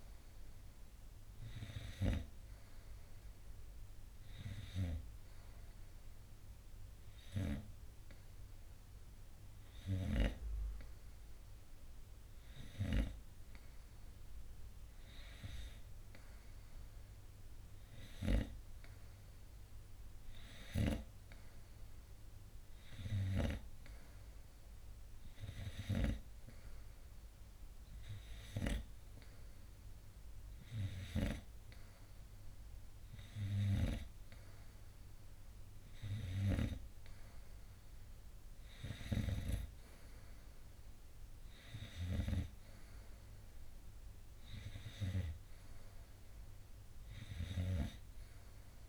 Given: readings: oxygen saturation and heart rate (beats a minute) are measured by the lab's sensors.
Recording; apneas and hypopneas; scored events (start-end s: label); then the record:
breathing in sleep by a room microphone; none
none scored
From the record:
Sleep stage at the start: N2 (light sleep); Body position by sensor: on the front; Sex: male